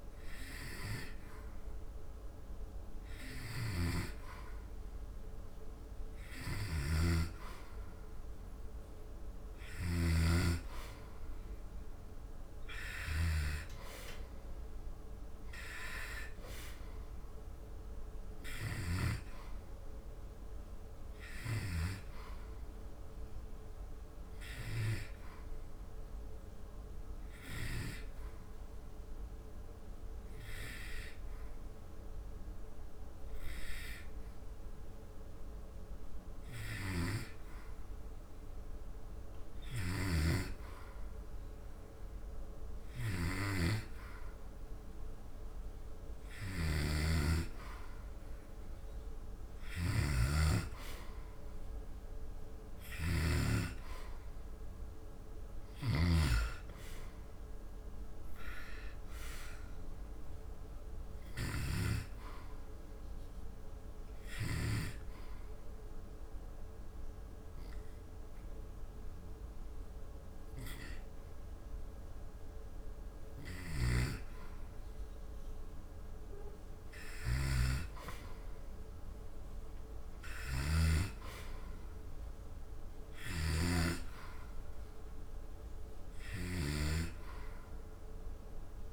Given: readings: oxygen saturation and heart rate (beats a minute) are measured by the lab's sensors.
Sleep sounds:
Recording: breathing in sleep by a room microphone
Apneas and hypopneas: 2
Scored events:
0.00-8.00 s: oxygen desaturation (device-marked, oxygen 91% lowest, heart rate 71 extreme)
10.00-23.00 s: oxygen desaturation (device-marked, oxygen 93% before, 90% lowest, heart rate 73 before, 71 extreme)
24.50-39.50 s: obstructive apnea (oxygen 95% before, 89% lowest, heart rate 75 before, 71 extreme, up 1 after)
41.50-45.50 s: arousal
45.00-55.00 s: oxygen desaturation (device-marked, oxygen 95% before, 89% lowest, heart rate 74 before, 72 extreme)
64.00-76.50 s: obstructive apnea (oxygen 95% before, 91% lowest, heart rate 76 before, 71 extreme, up 1 after)
78.50-82.00 s: arousal
81.00-88.93 s: oxygen desaturation (device-marked, oxygen 96% before, 91% lowest, heart rate 76 before, 71 extreme)
From the record:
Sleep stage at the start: N2 (light sleep)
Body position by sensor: on the back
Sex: male

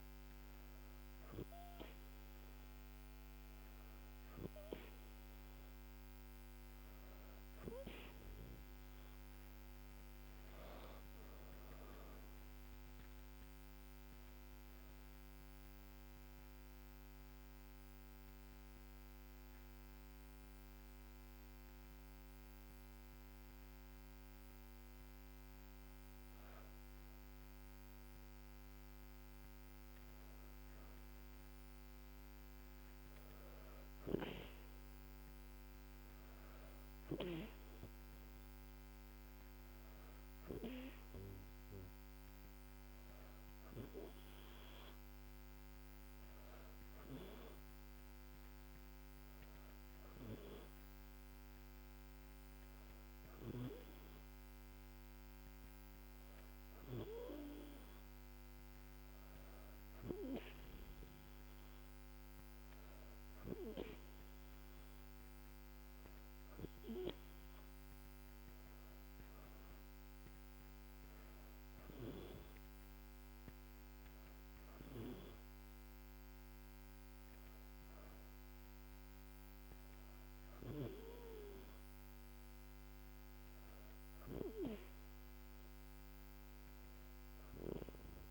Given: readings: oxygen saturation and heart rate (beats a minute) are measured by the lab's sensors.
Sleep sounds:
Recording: breathing in sleep by a microphone on the trachea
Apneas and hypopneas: 1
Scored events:
9.00-12.50 s: arousal
14.50-25.00 s: obstructive apnea (oxygen 97% before, 95% lowest, heart rate 78 before, 76 extreme, up 0 after)
27.00-31.00 s: arousal
37.00-46.00 s: oxygen desaturation (device-marked, oxygen 98% before, 95% lowest, heart rate 76 before, 76 extreme)
From the record:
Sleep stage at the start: N2 (light sleep)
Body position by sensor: on the back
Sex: female

